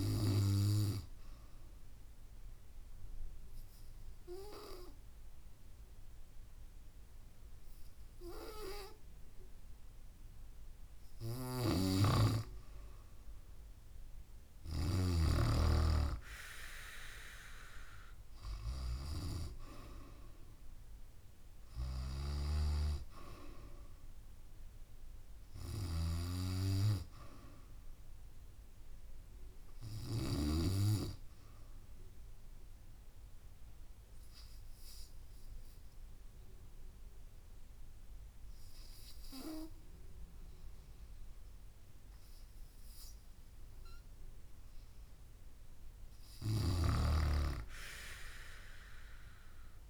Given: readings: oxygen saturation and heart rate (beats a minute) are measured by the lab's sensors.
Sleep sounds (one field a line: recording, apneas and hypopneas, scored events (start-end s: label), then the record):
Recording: breathing in sleep by a room microphone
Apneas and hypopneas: 2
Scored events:
1.00-11.00 s: obstructive apnea (oxygen 96% before, 91% lowest, heart rate 69 before, 68 extreme, up 3 after)
11.50-15.00 s: snoring (device-marked)
13.00-15.50 s: arousal
21.50-37.50 s: oxygen desaturation (device-marked, oxygen 94% before, 91% lowest, heart rate 69 before, 59 extreme)
32.00-45.00 s: obstructive apnea (oxygen 95% before, 92% lowest, heart rate 70 before, 59 extreme, up 2 after)
47.00-49.90 s: arousal
From the record:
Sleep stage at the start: N2 (light sleep)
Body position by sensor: on the back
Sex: female